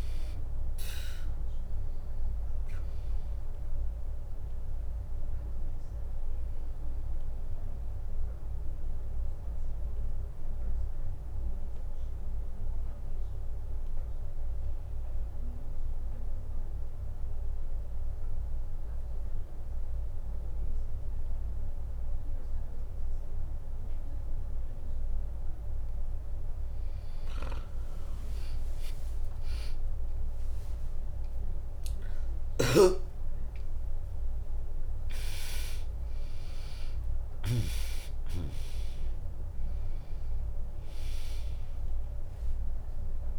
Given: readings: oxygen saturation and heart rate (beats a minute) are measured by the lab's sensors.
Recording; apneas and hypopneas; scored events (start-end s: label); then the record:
breathing in sleep by a room microphone; 1
0.00-4.50 s: drop in pulse transit time (device-marked, heart rate 60 extreme)
0.00-18.50 s: oxygen desaturation (device-marked, oxygen 95% lowest, heart rate 62 extreme)
7.00-26.00 s: obstructive apnea (oxygen 99% before, 94% lowest, heart rate 64 before, 62 extreme, up 3 after)
30.00-34.50 s: arousal
31.50-43.39 s: drop in pulse transit time (device-marked, heart rate 65 before, 63 extreme)
31.50-43.39 s: oxygen desaturation (device-marked, oxygen 99% before, 94% lowest, heart rate 65 before, 60 extreme)
From the record:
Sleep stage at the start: N2 (light sleep); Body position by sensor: on the back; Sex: female